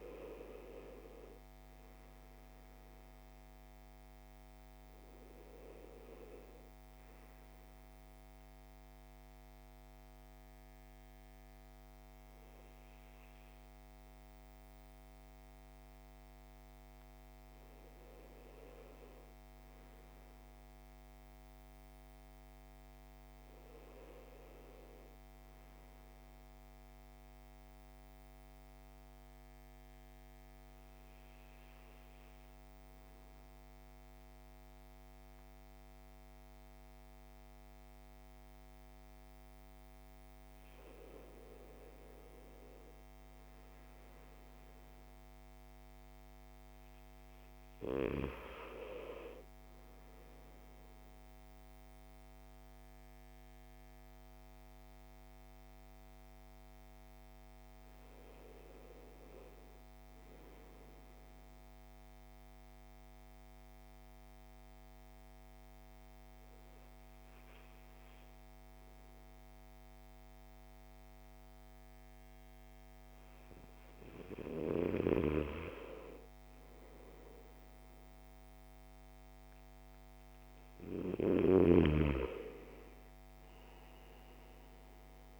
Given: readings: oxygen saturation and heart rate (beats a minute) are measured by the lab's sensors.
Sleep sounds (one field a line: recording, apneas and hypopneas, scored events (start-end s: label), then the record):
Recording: breathing in sleep by a microphone on the trachea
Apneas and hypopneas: 2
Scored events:
0.00-4.50 s: arousal
0.00-22.00 s: oxygen desaturation (device-marked, oxygen 92% lowest, heart rate 52 extreme)
26.50-39.50 s: mixed apnea (oxygen 98% before, 92% lowest, heart rate 59 before, 52 extreme, up 7 after)
42.50-47.50 s: arousal
45.00-60.00 s: oxygen desaturation (device-marked, oxygen 97% before, 93% lowest, heart rate 57 before, 53 extreme)
60.50-73.00 s: obstructive apnea (oxygen 98% before, 92% lowest, heart rate 56 before, 52 extreme, up 3 after)
76.50-81.00 s: arousal
82.00-85.40 s: oxygen desaturation (device-marked, oxygen 96% before, 92% lowest, heart rate 55 before, 52 extreme)
From the record:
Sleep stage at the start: REM sleep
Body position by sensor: on the back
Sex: male